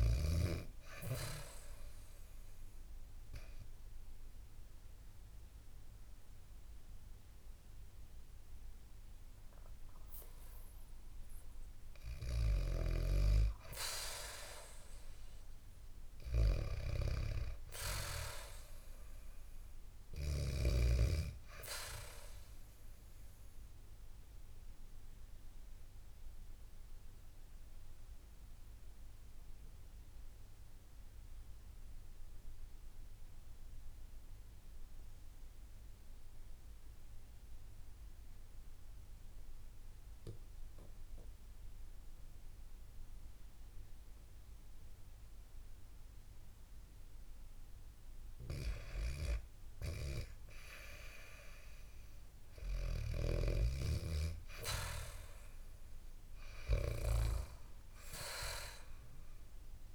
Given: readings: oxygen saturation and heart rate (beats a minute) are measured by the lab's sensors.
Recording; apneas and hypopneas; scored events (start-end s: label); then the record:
breathing in sleep by a room microphone; 2
0.00-15.00 s: oxygen desaturation (device-marked, oxygen 92% lowest, heart rate 67 extreme)
1.50-12.00 s: obstructive apnea (oxygen 99% before, 88% lowest, heart rate 69 before, 67 extreme, up 8 after)
14.00-18.00 s: arousal
21.50-46.50 s: obstructive apnea (oxygen 99% before, 88% lowest, heart rate 71 before, 59 extreme)
44.00-59.95 s: oxygen desaturation (device-marked, oxygen 99% before, 88% lowest, heart rate 69 before, 59 extreme)
47.00-49.00 s: bradycardia (device-marked, heart rate 72 before, 61 extreme)
50.00-55.00 s: arousal
From the record:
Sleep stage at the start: N2 (light sleep); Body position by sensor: on the back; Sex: female